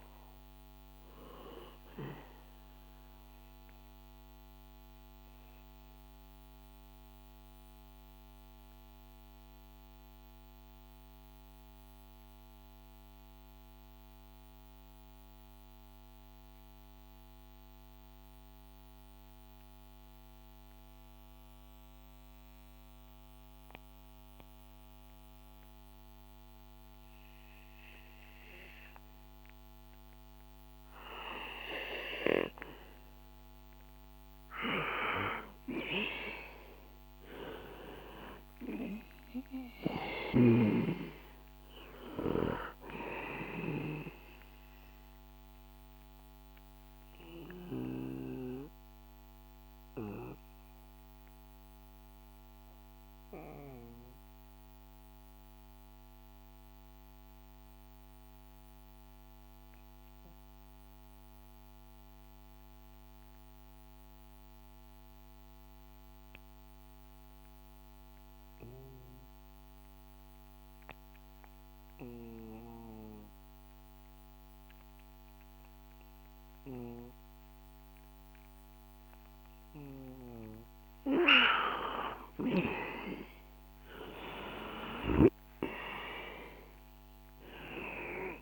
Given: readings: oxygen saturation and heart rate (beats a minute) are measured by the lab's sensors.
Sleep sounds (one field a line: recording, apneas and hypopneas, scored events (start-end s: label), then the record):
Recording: breathing in sleep by a microphone on the trachea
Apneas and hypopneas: 2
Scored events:
0.00-17.00 s: oxygen desaturation (device-marked, oxygen 90% lowest, heart rate 62 extreme)
1.50-31.00 s: mixed apnea (oxygen 98% before, 90% lowest, heart rate 65 before, 59 extreme, up 2 after)
32.00-61.00 s: oxygen desaturation (device-marked, oxygen 98% before, 90% lowest, heart rate 63 before, 59 extreme)
33.00-37.50 s: arousal
44.00-79.50 s: mixed apnea (oxygen 98% before, 88% lowest, heart rate 64 before, 59 extreme, up 8 after)
78.00-88.42 s: oxygen desaturation (device-marked, oxygen 97% before, 88% lowest, heart rate 63 before, 61 extreme)
83.50-88.00 s: arousal
From the record:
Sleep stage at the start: N2 (light sleep)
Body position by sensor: on the back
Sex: male